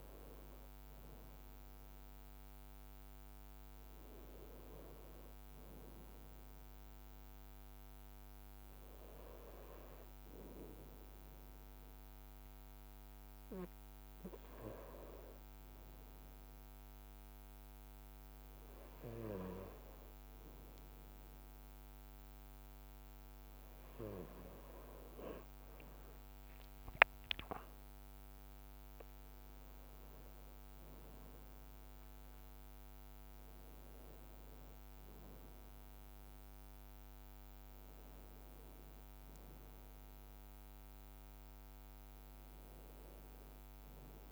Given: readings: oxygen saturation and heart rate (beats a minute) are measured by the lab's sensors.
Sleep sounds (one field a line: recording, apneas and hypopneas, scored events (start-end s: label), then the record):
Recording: breathing in sleep by a microphone on the trachea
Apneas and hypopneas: none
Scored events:
1.00-44.32 s: new sleep stage, N2 (light sleep)
31.50-37.50 s: arousal
40.00-44.32 s: leg movement (device-marked)
From the record:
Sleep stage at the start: N1 (lightest sleep)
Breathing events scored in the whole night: 203 in 4.1 hours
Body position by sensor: on the right side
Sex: male